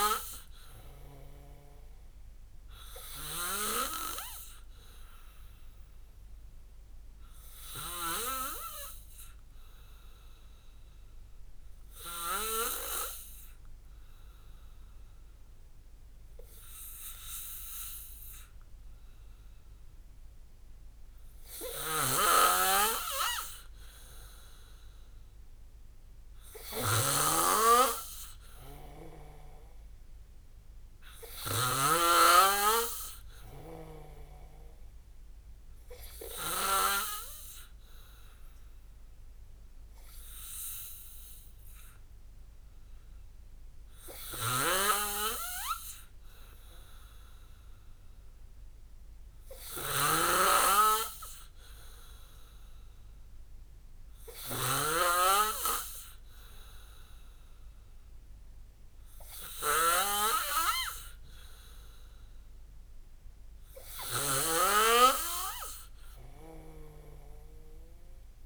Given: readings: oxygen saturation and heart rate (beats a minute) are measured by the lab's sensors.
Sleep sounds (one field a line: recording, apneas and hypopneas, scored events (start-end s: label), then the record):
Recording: breathing in sleep by a room microphone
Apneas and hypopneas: 2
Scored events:
0.00-12.50 s: snoring (device-marked)
7.50-22.00 s: obstructive apnea (oxygen 95% before, 92% lowest)
22.00-37.00 s: snoring (device-marked)
24.00-28.50 s: arousal
26.00-34.00 s: oxygen desaturation (device-marked, oxygen 96% before, 92% lowest)
41.00-45.00 s: arousal
44.50-68.46 s: snoring (device-marked)
48.50-62.50 s: hypopnea (oxygen 96% before, 92% lowest)
63.00-67.00 s: oxygen desaturation (device-marked, oxygen 95% before, 92% lowest)
65.50-68.46 s: arousal
From the record:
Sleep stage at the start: N2 (light sleep)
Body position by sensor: on the back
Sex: male